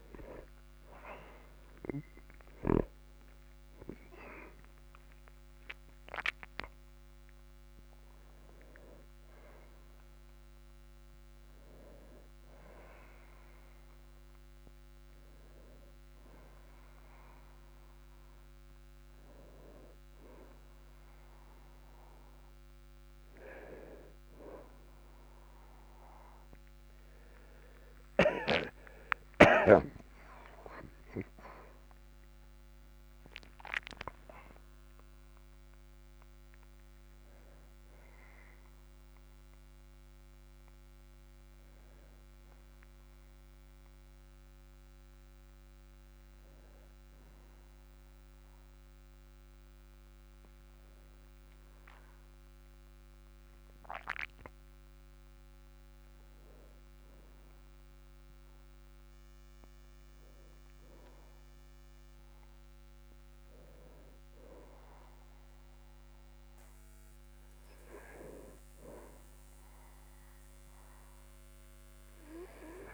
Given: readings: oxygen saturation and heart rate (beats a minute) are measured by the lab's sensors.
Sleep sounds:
breathing in sleep by a microphone on the trachea; none
2.50-7.00 s: arousal
29.00-33.50 s: arousal
From the record:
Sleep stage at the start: N2 (light sleep); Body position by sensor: on the back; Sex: male

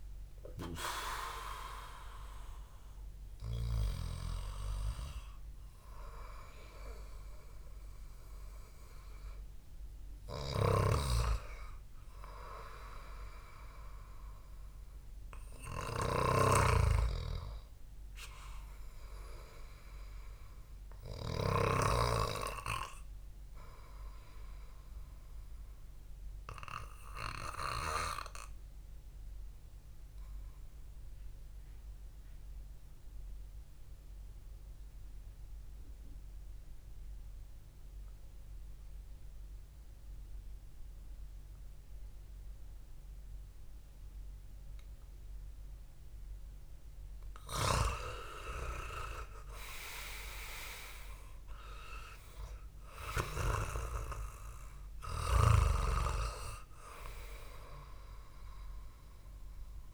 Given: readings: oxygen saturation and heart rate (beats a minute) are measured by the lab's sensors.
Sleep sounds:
breathing in sleep by a room microphone; 1
11.00-22.50 s: snoring (device-marked)
27.50-45.50 s: obstructive apnea (oxygen 99% before, 93% lowest, heart rate 70 before, 53 extreme, up 2 after)
44.50-59.93 s: oxygen desaturation (device-marked, oxygen 97% before, 94% lowest, heart rate 67 before, 57 extreme)
48.00-52.00 s: arousal
From the record:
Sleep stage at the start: REM sleep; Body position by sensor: on the back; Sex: male

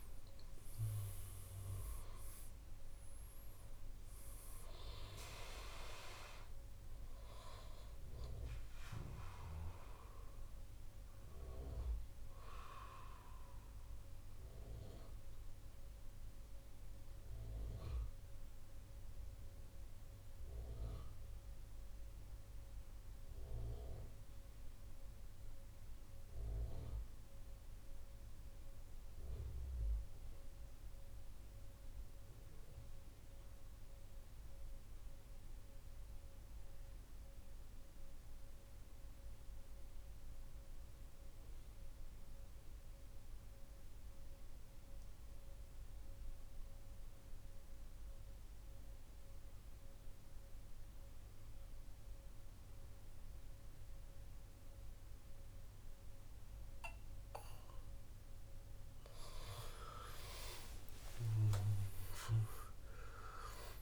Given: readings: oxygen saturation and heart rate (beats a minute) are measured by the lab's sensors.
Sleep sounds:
breathing in sleep by a room microphone; 1
0.00-23.00 s: oxygen desaturation (device-marked, oxygen 90% lowest, heart rate 39 extreme)
13.00-58.50 s: mixed apnea (oxygen 97% before, 87% lowest, heart rate 72 before, 37 extreme, up 48 after)
41.00-63.82 s: oxygen desaturation (device-marked, oxygen 99% before, 87% lowest, heart rate 103 before, 37 extreme)
60.50-63.82 s: arousal
From the record:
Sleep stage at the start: N2 (light sleep); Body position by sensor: on the back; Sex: male

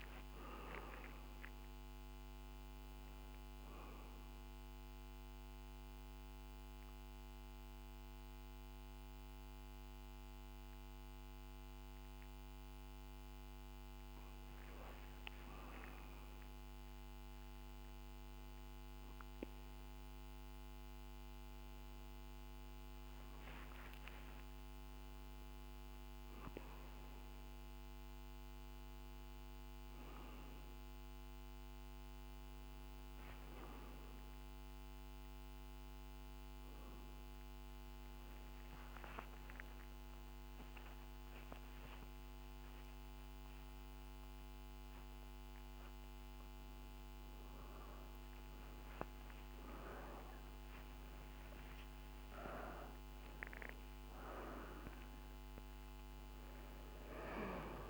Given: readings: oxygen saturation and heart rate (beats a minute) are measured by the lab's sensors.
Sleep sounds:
a person awake in a sleep study, by a microphone on the trachea; none
46.00-49.00 s: oxygen desaturation (device-marked, oxygen 96% before, 91% lowest, heart rate 54 before, 54 extreme)
From the record:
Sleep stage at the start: awake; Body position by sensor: on the back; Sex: male

